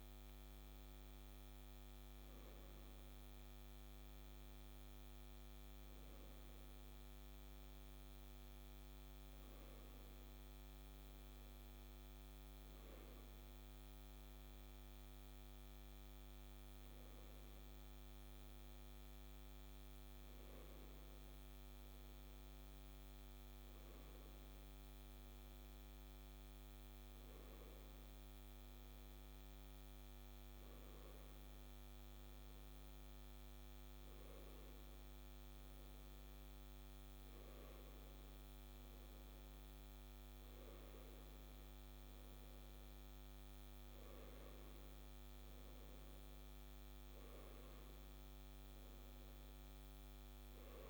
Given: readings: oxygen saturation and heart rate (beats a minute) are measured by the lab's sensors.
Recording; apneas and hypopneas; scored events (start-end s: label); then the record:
a person awake in a sleep study, hard to hear, by a microphone on the trachea; none
none scored
From the record:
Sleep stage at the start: awake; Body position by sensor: on the left side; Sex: male